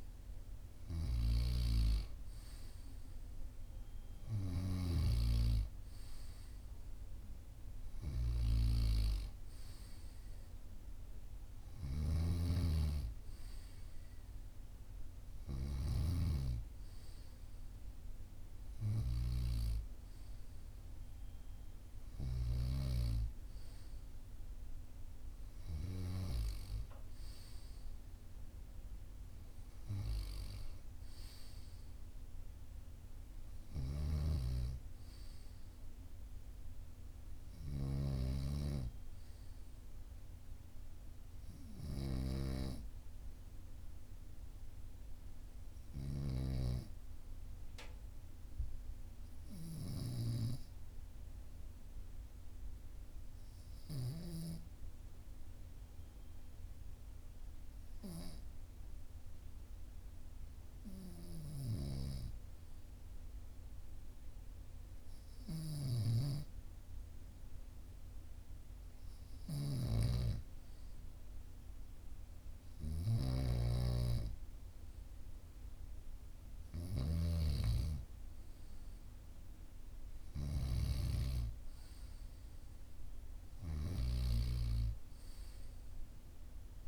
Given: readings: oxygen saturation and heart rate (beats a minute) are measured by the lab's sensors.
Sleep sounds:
breathing in sleep by a room microphone; 1
12.00-23.00 s: snoring (device-marked)
34.00-38.00 s: snoring (device-marked)
42.00-45.50 s: arousal
49.50-71.50 s: hypopnea (oxygen 98% before, 95% lowest, heart rate 45 before, 44 extreme, up 1 after)
73.00-84.50 s: snoring (device-marked)
74.50-77.50 s: arousal
From the record:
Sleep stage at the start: N2 (light sleep); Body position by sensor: on the right side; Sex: male

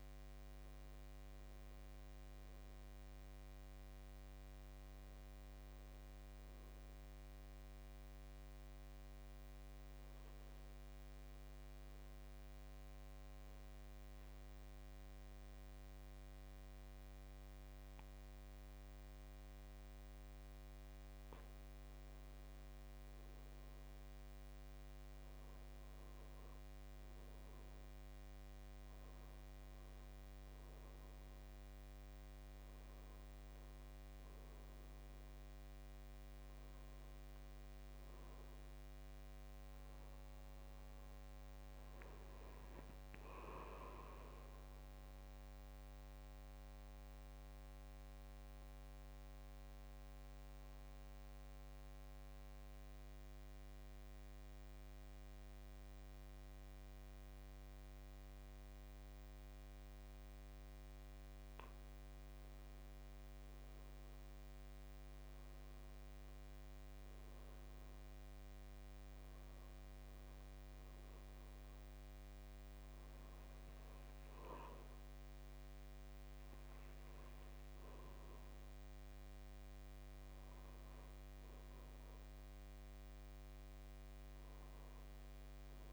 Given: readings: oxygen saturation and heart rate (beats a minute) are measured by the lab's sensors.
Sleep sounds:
breathing in sleep, hard to hear, by a microphone on the trachea; 2
7.50-19.50 s: obstructive apnea (oxygen 99% before, 94% lowest, heart rate 57 before, 54 extreme, up 7 after)
23.00-28.50 s: arousal
29.00-48.00 s: oxygen desaturation (device-marked, oxygen 97% before, 94% lowest, heart rate 56 before, 55 extreme)
48.50-62.00 s: obstructive apnea (oxygen 97% before, 94% lowest, heart rate 62 before, 55 extreme, up 7 after)
64.50-68.50 s: arousal
From the record:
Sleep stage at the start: N2 (light sleep); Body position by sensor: on the back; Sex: male

